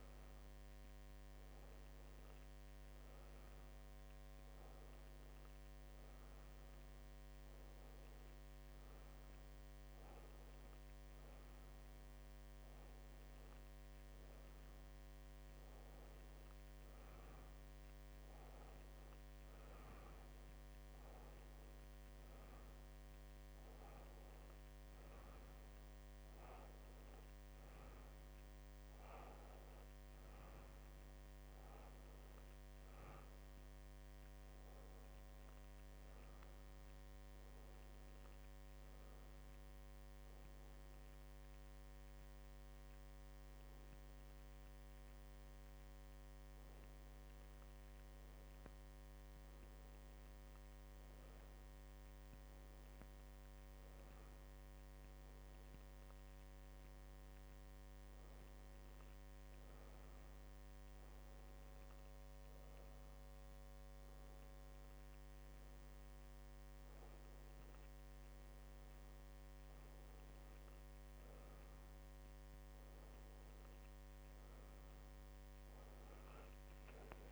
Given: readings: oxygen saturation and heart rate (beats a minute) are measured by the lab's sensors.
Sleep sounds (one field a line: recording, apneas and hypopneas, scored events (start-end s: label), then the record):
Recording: breathing in sleep, hard to hear, by a microphone on the trachea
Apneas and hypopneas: none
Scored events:
none scored
From the record:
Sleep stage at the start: N2 (light sleep)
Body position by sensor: on the back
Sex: female